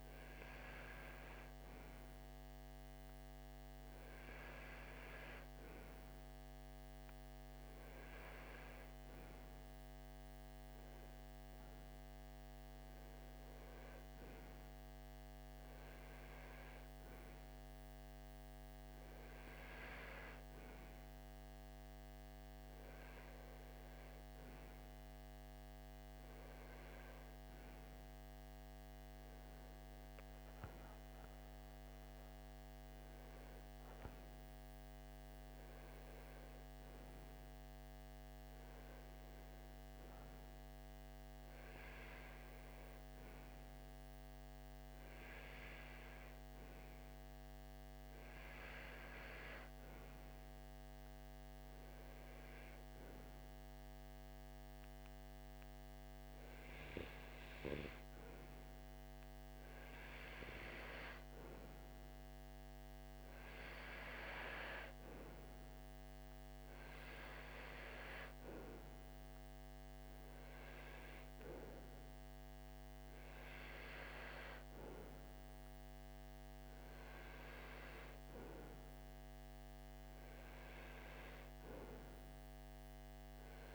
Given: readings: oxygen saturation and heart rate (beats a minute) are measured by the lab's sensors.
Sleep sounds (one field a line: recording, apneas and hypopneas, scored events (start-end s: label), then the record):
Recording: breathing in sleep by a microphone on the trachea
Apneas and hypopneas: none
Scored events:
none scored
From the record:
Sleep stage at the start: REM sleep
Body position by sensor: on the right side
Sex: male